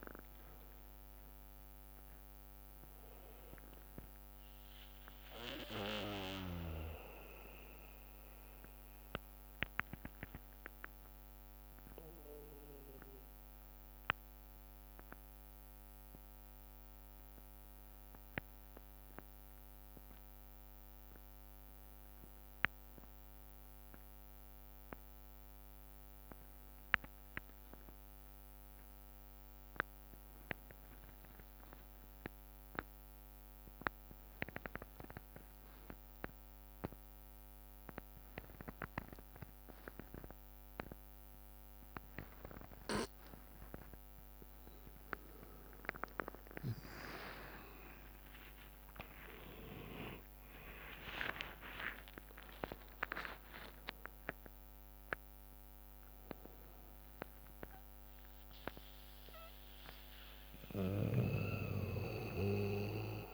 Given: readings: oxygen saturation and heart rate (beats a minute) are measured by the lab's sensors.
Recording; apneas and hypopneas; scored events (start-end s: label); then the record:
breathing in sleep by a microphone on the trachea; 1
0.00-5.50 s: drop in pulse transit time (device-marked, heart rate 74 extreme)
0.00-15.50 s: oxygen desaturation (device-marked, oxygen 82% lowest, heart rate 53 extreme)
3.50-5.50 s: long interval between heartbeats (device-marked, heart rate 79 before, 76 extreme)
5.50-44.00 s: obstructive apnea (oxygen 96% before, 82% lowest, heart rate 81 before, 53 extreme, up 20 after)
7.50-17.50 s: bradycardia (device-marked, heart rate 71 before, 53 extreme)
31.50-33.50 s: bradycardia (device-marked, heart rate 70 before, 61 extreme)
34.50-36.50 s: bradycardia (device-marked, heart rate 70 before, 59 extreme)
34.50-63.34 s: oxygen desaturation (device-marked, oxygen 99% before, 87% lowest, heart rate 60 before, 53 extreme)
48.00-54.00 s: arousal
51.50-53.50 s: long interval between heartbeats (device-marked, heart rate 62 before, 79 extreme)
58.50-63.34 s: bradycardia (device-marked, heart rate 70 before, 53 extreme)
From the record:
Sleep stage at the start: N2 (light sleep); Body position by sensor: on the back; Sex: male